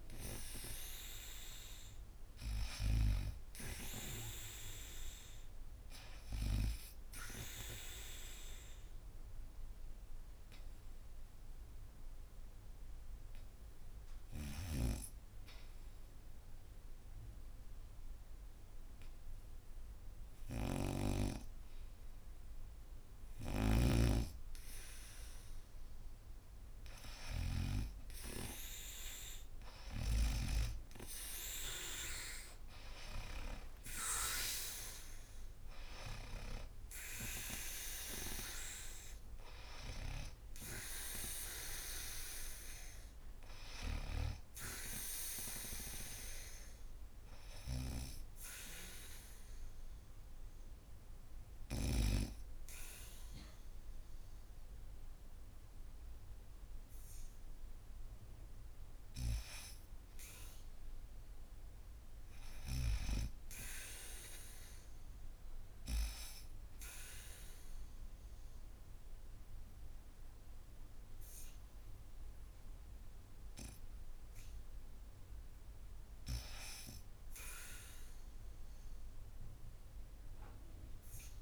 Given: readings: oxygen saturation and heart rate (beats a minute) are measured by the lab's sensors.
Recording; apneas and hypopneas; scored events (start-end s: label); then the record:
breathing in sleep by a room microphone; 2
7.00-16.00 s: oxygen desaturation (device-marked, oxygen 91% before, 86% lowest, heart rate 79 before, 76 extreme)
8.00-23.00 s: hypopnea (oxygen 94% before, 84% lowest, heart rate 80 before, 76 extreme, up 0 after)
28.50-33.00 s: arousal
33.00-55.00 s: oxygen desaturation (device-marked, oxygen 96% before, 84% lowest, heart rate 80 before, 73 extreme)
59.50-62.50 s: arousal
66.00-77.00 s: obstructive apnea (oxygen 99% before, 79% lowest, heart rate 81 before, 70 extreme)
70.00-81.42 s: oxygen desaturation (device-marked, oxygen 99% before, 93% lowest, heart rate 78 before, 70 extreme)
From the record:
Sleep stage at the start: REM sleep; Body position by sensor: on the back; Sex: female